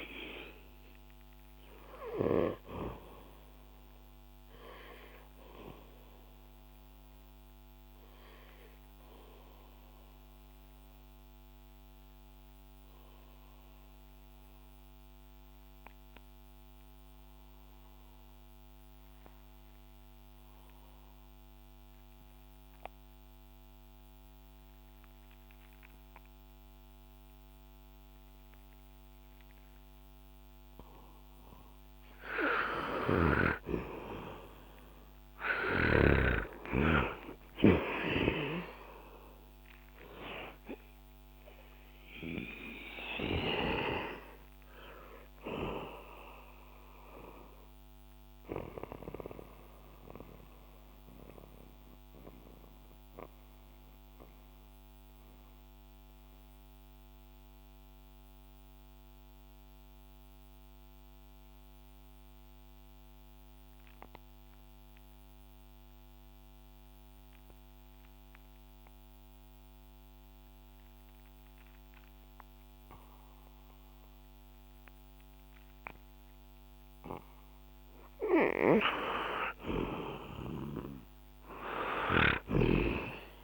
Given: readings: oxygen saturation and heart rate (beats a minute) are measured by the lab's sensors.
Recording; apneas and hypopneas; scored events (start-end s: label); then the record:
breathing in sleep by a microphone on the trachea; 2
0.00-23.50 s: oxygen desaturation (device-marked, oxygen 91% lowest, heart rate 62 extreme)
5.00-32.50 s: obstructive apnea (oxygen 98% before, 89% lowest, heart rate 69 before, 60 extreme, up 10 after)
35.50-41.00 s: arousal
40.50-51.50 s: oxygen desaturation (device-marked, oxygen 97% before, 93% lowest, heart rate 68 before, 60 extreme)
47.00-77.50 s: mixed apnea (oxygen 98% before, 88% lowest, heart rate 69 before, 60 extreme, up 10 after)
62.50-70.50 s: oxygen desaturation (device-marked, oxygen 95% before, 89% lowest, heart rate 64 before, 61 extreme)
79.50-83.00 s: arousal
81.50-83.44 s: oxygen desaturation (device-marked, oxygen 99% before, 88% lowest, heart rate 64 before, 60 extreme)
From the record:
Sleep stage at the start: N2 (light sleep); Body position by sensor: on the back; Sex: male